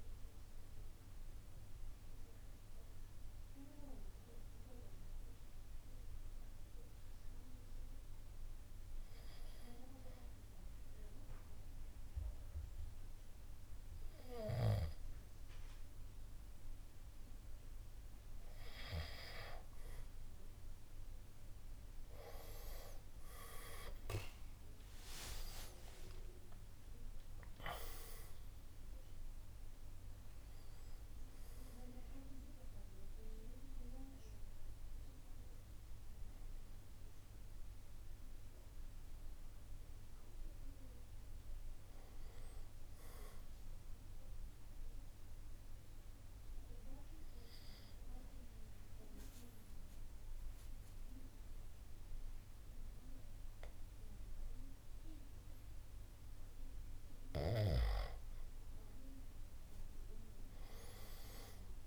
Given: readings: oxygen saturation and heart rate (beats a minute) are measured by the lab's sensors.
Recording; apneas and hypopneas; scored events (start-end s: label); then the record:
breathing in sleep by a room microphone; 2
0.00-3.00 s: drop in pulse transit time (device-marked, heart rate 63 extreme)
0.00-16.00 s: oxygen desaturation (device-marked, oxygen 89% lowest, heart rate 60 extreme)
6.00-17.50 s: obstructive apnea (oxygen 97% before, 89% lowest, heart rate 63 before, 60 extreme, up 6 after)
24.00-28.50 s: arousal
27.00-40.00 s: drop in pulse transit time (device-marked, heart rate 62 before, 62 extreme)
31.00-52.00 s: oxygen desaturation (device-marked, oxygen 96% before, 90% lowest, heart rate 64 before, 55 extreme)
44.00-56.00 s: obstructive apnea (oxygen 96% before, 89% lowest, heart rate 65 before, 55 extreme, up 3 after)
56.50-61.50 s: arousal
From the record:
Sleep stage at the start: N2 (light sleep); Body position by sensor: on the back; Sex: male